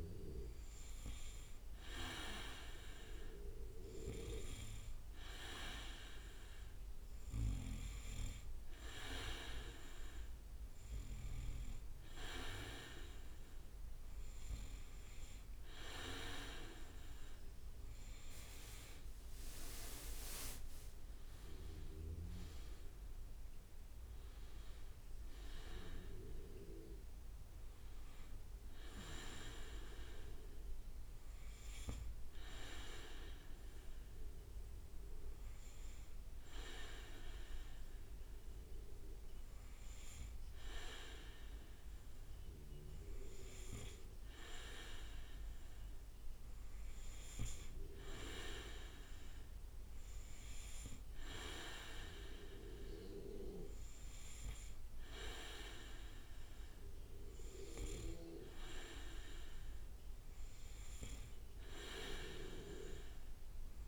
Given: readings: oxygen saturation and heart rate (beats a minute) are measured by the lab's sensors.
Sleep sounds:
breathing in sleep by a room microphone; none
18.00-22.00 s: leg movement (device-marked)
From the record:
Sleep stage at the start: N2 (light sleep); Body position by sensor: on the back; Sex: male

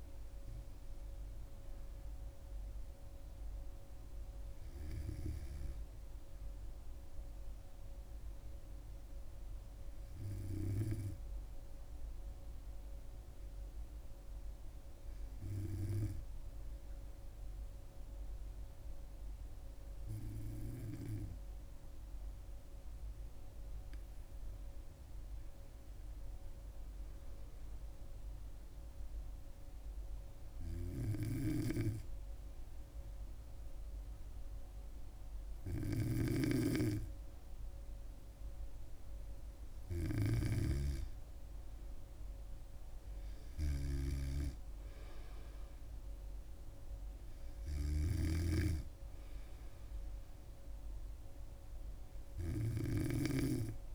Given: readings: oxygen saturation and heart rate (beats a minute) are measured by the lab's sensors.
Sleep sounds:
breathing in sleep by a room microphone; 1
0.00-10.50 s: oxygen desaturation (device-marked, oxygen 93% lowest, heart rate 66 extreme)
2.50-21.00 s: hypopnea (oxygen 99% before, 93% lowest, heart rate 70 before, 66 extreme, up 3 after)
24.50-27.00 s: arousal
36.00-53.95 s: snoring (device-marked)
From the record:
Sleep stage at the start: N2 (light sleep); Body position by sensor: on the back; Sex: female

